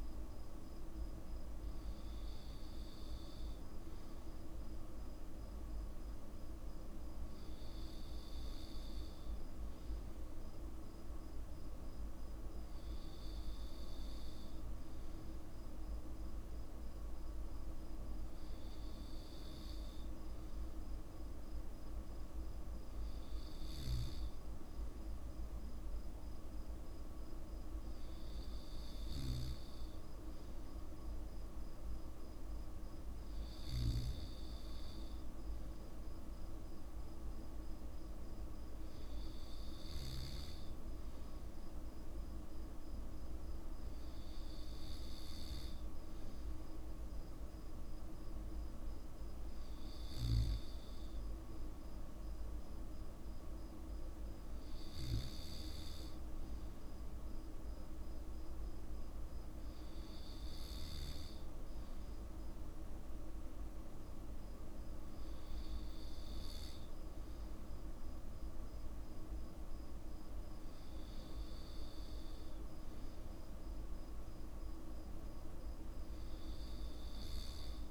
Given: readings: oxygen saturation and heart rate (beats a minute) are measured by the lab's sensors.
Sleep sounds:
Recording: breathing in sleep, hard to hear, by a room microphone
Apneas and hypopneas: none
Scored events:
none scored
From the record:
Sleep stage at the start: N2 (light sleep)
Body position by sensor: on the back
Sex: male

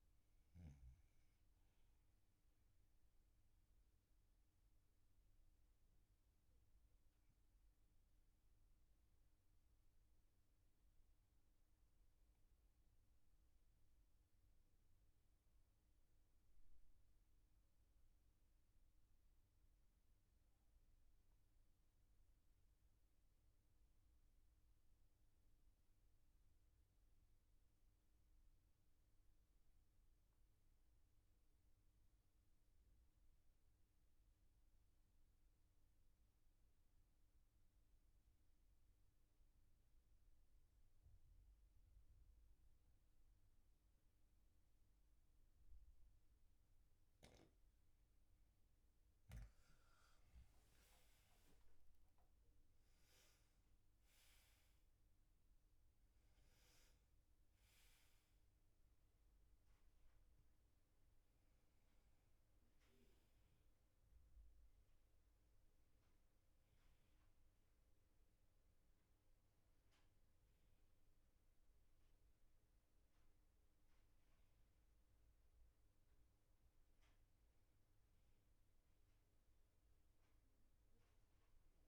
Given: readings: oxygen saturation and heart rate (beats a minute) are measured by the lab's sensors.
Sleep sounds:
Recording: a person partly awake in a sleep study, hard to hear, by a room microphone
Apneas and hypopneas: 1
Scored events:
1.50-18.50 s: oxygen desaturation (device-marked, oxygen 97% before, 93% lowest, heart rate 45 before, 38 extreme)
4.50-48.00 s: obstructive apnea (oxygen 98% before, 86% lowest, heart rate 46 before, 36 extreme, up 14 after)
51.50-81.50 s: new sleep stage, awake
69.50-81.88 s: oxygen desaturation (device-marked, oxygen 96% before, 86% lowest, heart rate 49 before, 41 extreme)
81.50-81.88 s: new sleep stage, N1 (lightest sleep)
From the record:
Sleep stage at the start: N2 (light sleep)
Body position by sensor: on the back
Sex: male

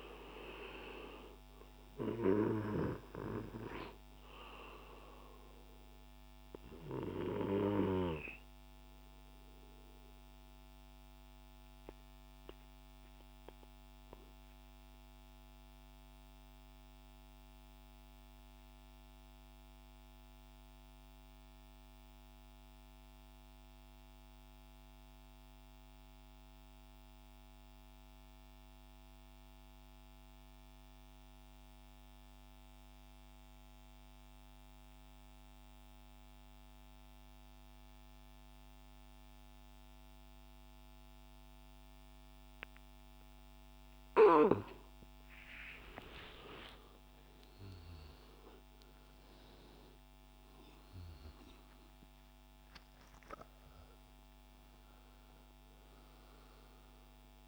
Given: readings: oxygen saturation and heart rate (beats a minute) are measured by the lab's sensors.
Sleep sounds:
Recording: breathing in sleep by a microphone on the trachea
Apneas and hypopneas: 1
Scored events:
0.00-17.00 s: oxygen desaturation (device-marked, oxygen 91% lowest, heart rate 61 extreme)
10.00-44.50 s: mixed apnea (oxygen 99% before, 87% lowest, heart rate 67 before, 58 extreme, up 7 after)
37.00-48.00 s: oxygen desaturation (device-marked, oxygen 97% before, 91% lowest, heart rate 65 before, 58 extreme)
45.50-51.00 s: arousal
56.00-57.48 s: oxygen desaturation (device-marked, oxygen 94% before, 87% lowest, heart rate 71 before, 58 extreme)
From the record:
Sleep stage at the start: N2 (light sleep)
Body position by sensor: on the back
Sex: male

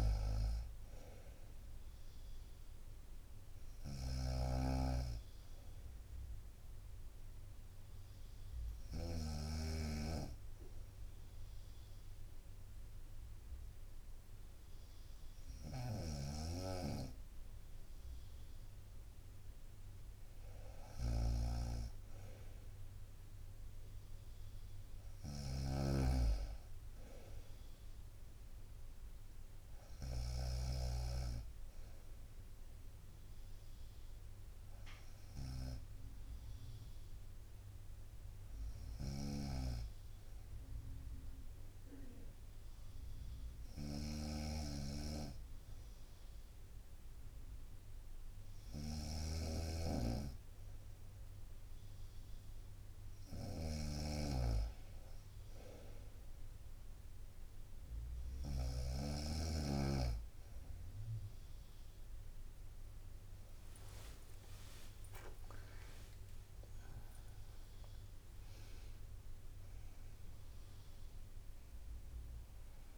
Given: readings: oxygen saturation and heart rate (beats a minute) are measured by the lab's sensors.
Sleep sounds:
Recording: breathing in sleep by a room microphone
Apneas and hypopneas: 2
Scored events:
0.00-4.00 s: drop in pulse transit time (device-marked, heart rate 58 extreme)
0.00-7.00 s: bradycardia (device-marked, heart rate 57 extreme)
0.00-9.00 s: snoring (device-marked)
3.50-18.00 s: obstructive apnea (oxygen 97% before, 93% lowest, heart rate 61 before, 59 extreme, up 1 after)
15.50-58.50 s: snoring (device-marked)
20.00-38.00 s: drop in pulse transit time (device-marked, heart rate 60 before, 60 extreme)
21.00-25.00 s: arousal
38.50-52.50 s: obstructive apnea (oxygen 96% before, 93% lowest, heart rate 61 before, 61 extreme, up 2 after)
63.00-68.00 s: arousal
63.50-65.50 s: long interval between heartbeats (device-marked, heart rate 62 before, 77 extreme)
66.00-72.98 s: drop in pulse transit time (device-marked, heart rate 66 before, 63 extreme)
From the record:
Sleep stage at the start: N2 (light sleep)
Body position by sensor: on the right side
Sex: female

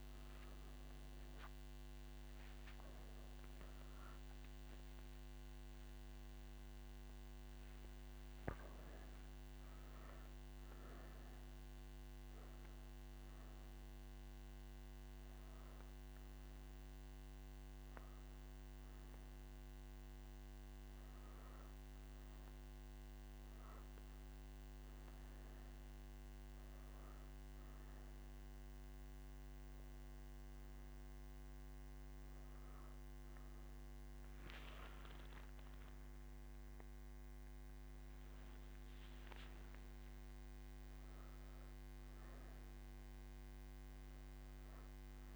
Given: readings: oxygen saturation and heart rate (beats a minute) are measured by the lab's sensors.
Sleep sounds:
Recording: breathing in sleep, hard to hear, by a microphone on the trachea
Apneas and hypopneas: none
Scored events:
none scored
From the record:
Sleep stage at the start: N3 (deep sleep)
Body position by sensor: on the right side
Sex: female

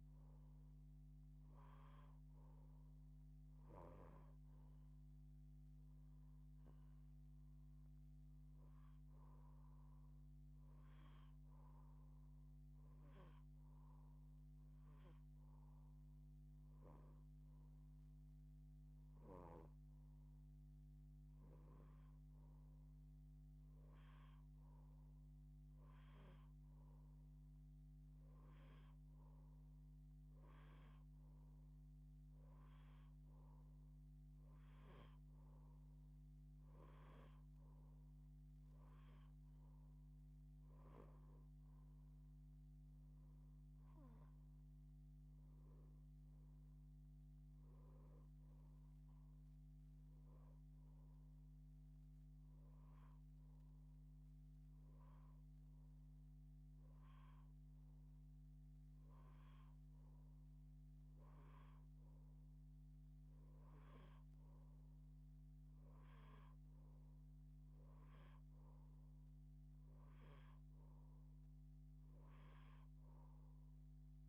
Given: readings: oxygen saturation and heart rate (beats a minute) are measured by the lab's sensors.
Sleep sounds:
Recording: breathing in sleep, hard to hear, by a microphone on the trachea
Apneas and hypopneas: 1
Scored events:
11.50-22.50 s: hypopnea (oxygen 89% before, 87% lowest, heart rate 127 before, 37 extreme)
25.50-29.00 s: arousal
From the record:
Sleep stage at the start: N2 (light sleep)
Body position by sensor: on the left side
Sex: female

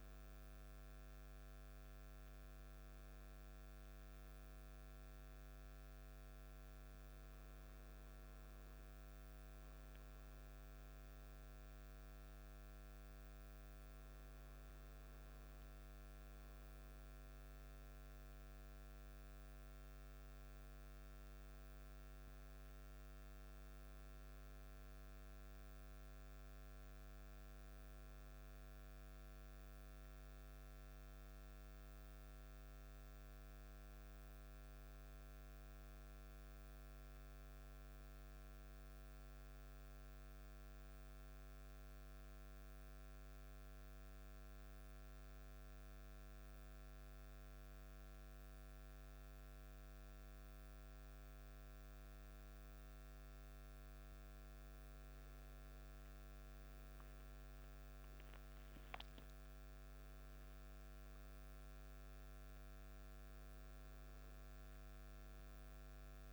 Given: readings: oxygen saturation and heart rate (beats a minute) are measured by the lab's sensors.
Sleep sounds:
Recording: breathing in sleep, hard to hear, by a microphone on the trachea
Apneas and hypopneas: 1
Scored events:
9.50-66.33 s: new sleep stage, N2 (light sleep)
30.50-34.00 s: arousal
36.00-54.00 s: obstructive apnea (oxygen 98% before, 94% lowest, heart rate 53 before, 51 extreme, up 3 after)
56.50-60.00 s: arousal
61.50-66.33 s: oxygen desaturation (device-marked, oxygen 98% before, 94% lowest, heart rate 52 before, 51 extreme)
From the record:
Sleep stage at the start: N1 (lightest sleep)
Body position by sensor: on the back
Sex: male

